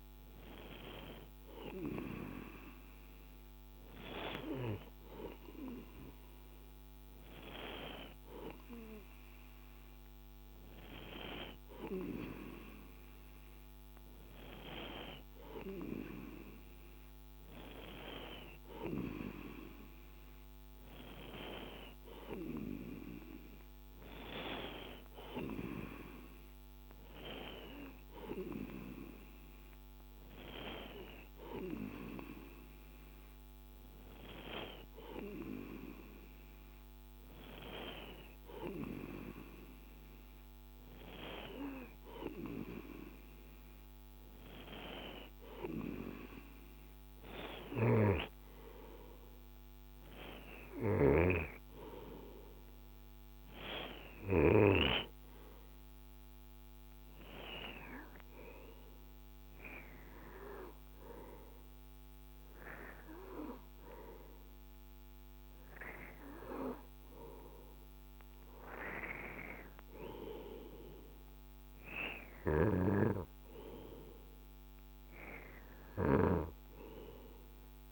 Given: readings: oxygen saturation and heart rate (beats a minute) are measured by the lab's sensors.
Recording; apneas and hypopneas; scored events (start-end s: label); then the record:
breathing in sleep by a microphone on the trachea; none
47.00-54.00 s: snoring (device-marked)
From the record:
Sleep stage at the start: N2 (light sleep); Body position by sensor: on the right side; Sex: male